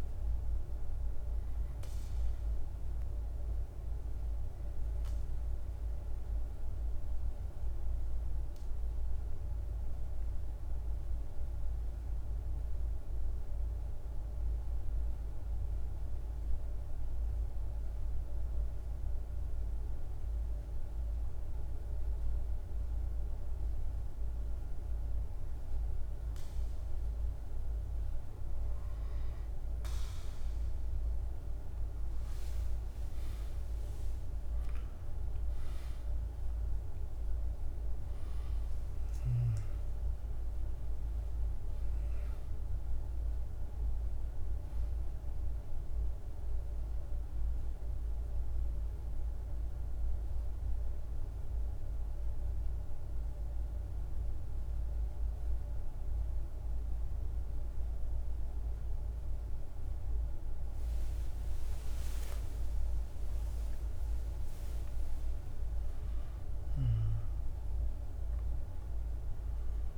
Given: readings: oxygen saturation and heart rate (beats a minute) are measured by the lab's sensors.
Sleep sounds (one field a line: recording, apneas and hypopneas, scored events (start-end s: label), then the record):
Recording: breathing in sleep, hard to hear, by a room microphone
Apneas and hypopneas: 2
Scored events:
7.50-23.50 s: obstructive apnea (oxygen 95% before, 90% lowest, heart rate 56 before, 55 extreme, up 0 after)
25.00-54.00 s: oxygen desaturation (device-marked, oxygen 97% before, 90% lowest, heart rate 55 before, 51 extreme)
30.00-34.50 s: arousal
44.00-69.98 s: new sleep stage, N1 (lightest sleep)
48.50-63.50 s: obstructive apnea (oxygen 96% before, 92% lowest, heart rate 57 before, 51 extreme, up 10 after)
64.50-68.00 s: arousal
From the record:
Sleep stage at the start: N2 (light sleep)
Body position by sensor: on the right side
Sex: male